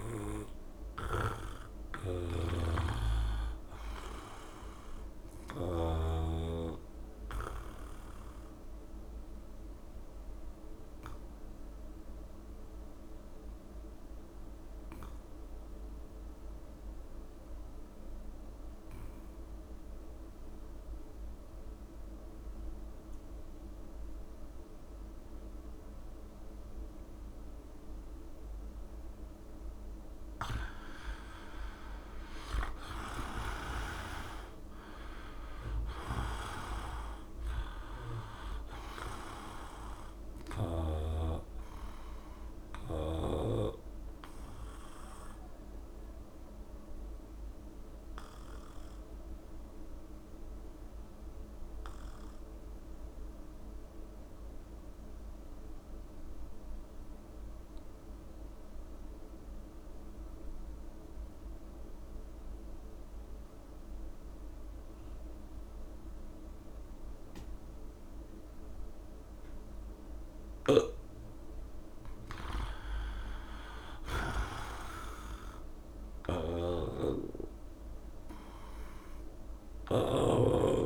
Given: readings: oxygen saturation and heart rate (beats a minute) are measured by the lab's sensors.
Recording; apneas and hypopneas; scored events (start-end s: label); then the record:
breathing in sleep by a room microphone; 2
0.00-6.00 s: snoring (device-marked)
0.00-18.00 s: oxygen desaturation (device-marked, oxygen 89% lowest, heart rate 64 extreme)
10.00-29.50 s: obstructive apnea (oxygen 94% before, 85% lowest, heart rate 70 before, 65 extreme, up 8 after)
28.00-58.00 s: oxygen desaturation (device-marked, oxygen 98% before, 85% lowest, heart rate 68 before, 66 extreme)
32.00-34.00 s: long interval between heartbeats (device-marked, heart rate 68 before, 70 extreme)
32.00-35.50 s: arousal
47.00-70.50 s: obstructive apnea (oxygen 98% before, 83% lowest, heart rate 70 before, 66 extreme, up 6 after)
70.50-80.00 s: snoring (device-marked)
71.00-80.86 s: oxygen desaturation (device-marked, oxygen 99% before, 87% lowest, heart rate 68 before, 66 extreme)
73.00-76.50 s: arousal
From the record:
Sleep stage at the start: N2 (light sleep); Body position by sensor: on the back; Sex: male